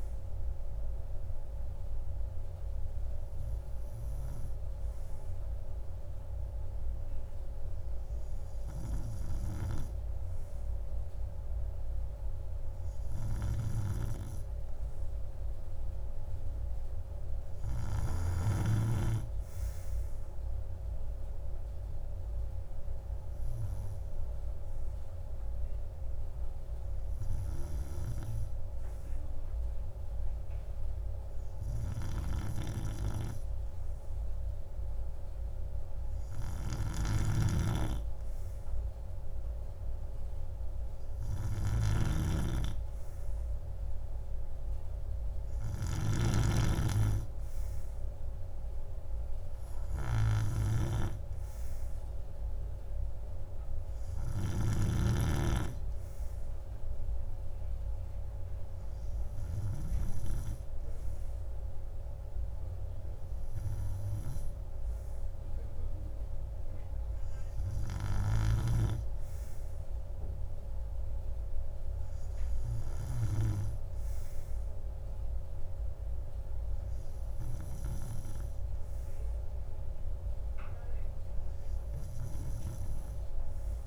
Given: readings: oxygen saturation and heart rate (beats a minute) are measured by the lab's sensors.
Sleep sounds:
breathing in sleep by a room microphone; none
none scored
From the record:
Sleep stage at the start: N2 (light sleep); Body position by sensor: on the right side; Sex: male

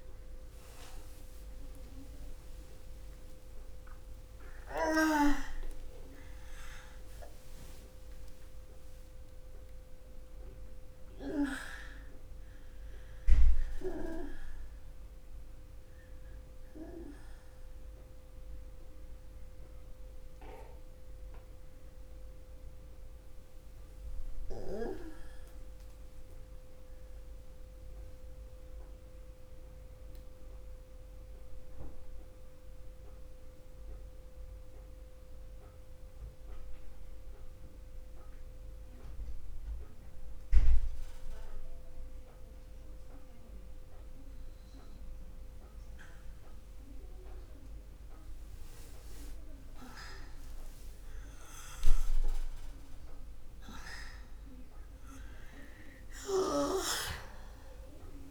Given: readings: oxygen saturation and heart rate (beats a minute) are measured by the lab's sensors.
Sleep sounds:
breathing in sleep by a room microphone; 1
0.00-32.50 s: oxygen desaturation (device-marked, oxygen 83% lowest, heart rate 60 extreme)
28.50-44.50 s: central apnea (oxygen 93% before, 87% lowest, heart rate 60 before, 60 extreme, up 0 after)
48.00-53.00 s: arousal
51.50-58.31 s: oxygen desaturation (device-marked, oxygen 98% before, 87% lowest, heart rate 60 before, 61 extreme)
57.50-58.31 s: new sleep stage, N2 (light sleep)
From the record:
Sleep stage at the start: N1 (lightest sleep); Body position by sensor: on the back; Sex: male

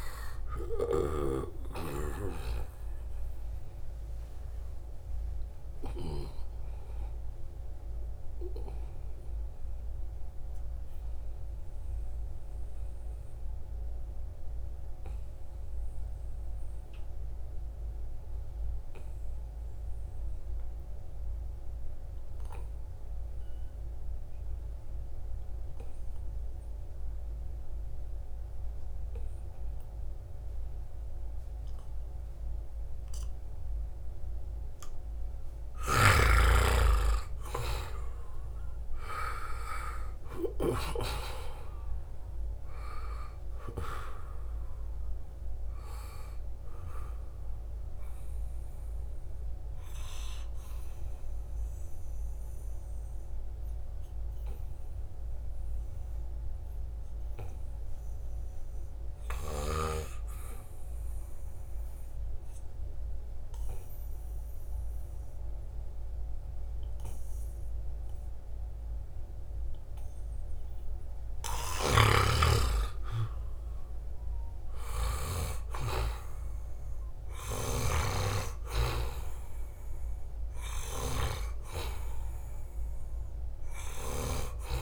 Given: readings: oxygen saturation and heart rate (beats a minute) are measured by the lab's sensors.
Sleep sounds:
breathing in sleep by a room microphone; 2
0.00-8.50 s: oxygen desaturation (device-marked, oxygen 91% lowest, heart rate 71 extreme)
7.00-36.00 s: obstructive apnea (oxygen 97% before, 87% lowest, heart rate 79 before, 67 extreme, up 10 after)
27.50-64.50 s: oxygen desaturation (device-marked, oxygen 97% before, 87% lowest, heart rate 78 before, 67 extreme)
37.00-41.50 s: arousal
48.00-71.00 s: obstructive apnea (oxygen 97% before, 87% lowest, heart rate 73 before, 74 extreme, up 4 after)
71.50-78.00 s: snoring (device-marked)
72.00-77.50 s: arousal
80.50-84.82 s: oxygen desaturation (device-marked, oxygen 97% before, 92% lowest, heart rate 77 before, 77 extreme)
From the record:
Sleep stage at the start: N2 (light sleep); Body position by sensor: on the back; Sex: male

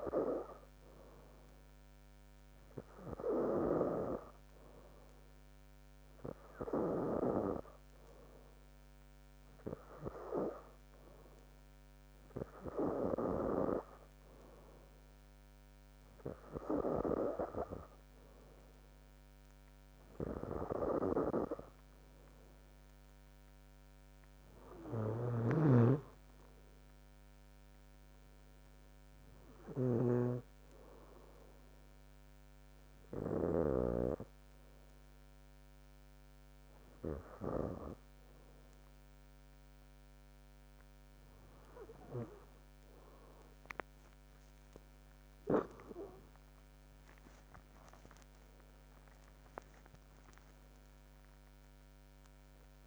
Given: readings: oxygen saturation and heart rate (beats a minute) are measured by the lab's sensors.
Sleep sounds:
breathing in sleep by a microphone on the trachea; none
25.00-34.00 s: snoring (device-marked)
From the record:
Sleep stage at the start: N3 (deep sleep); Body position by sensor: on the back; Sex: female

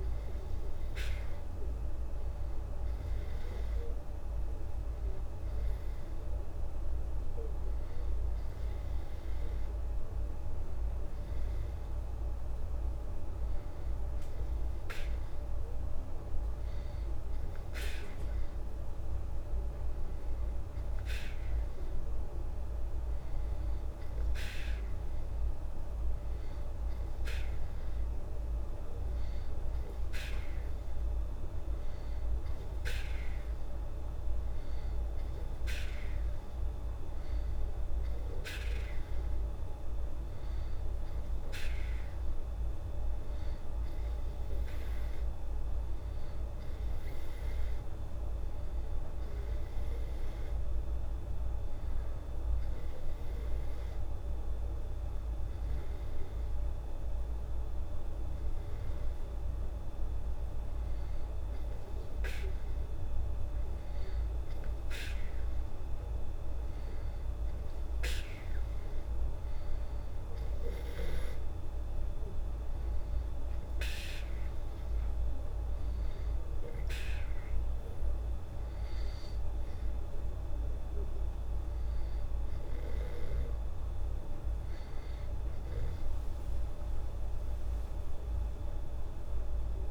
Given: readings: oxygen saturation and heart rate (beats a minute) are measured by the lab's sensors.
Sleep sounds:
breathing in sleep, hard to hear, by a room microphone; none
87.00-89.91 s: arousal
From the record:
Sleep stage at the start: N2 (light sleep); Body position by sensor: on the back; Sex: female

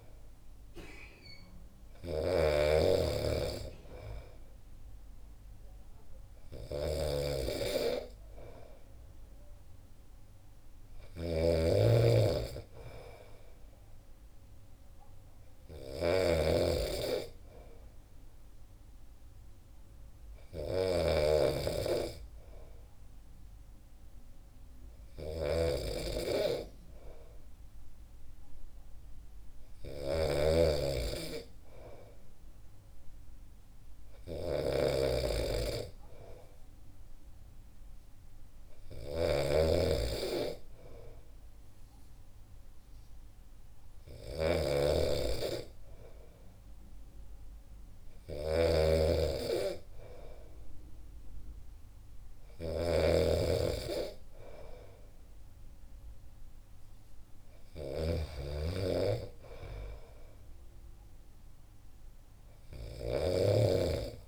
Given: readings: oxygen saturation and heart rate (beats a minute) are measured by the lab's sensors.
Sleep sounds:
breathing in sleep by a room microphone; none
0.00-63.50 s: snoring (device-marked)
From the record:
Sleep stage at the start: N2 (light sleep); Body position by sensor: on the back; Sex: male

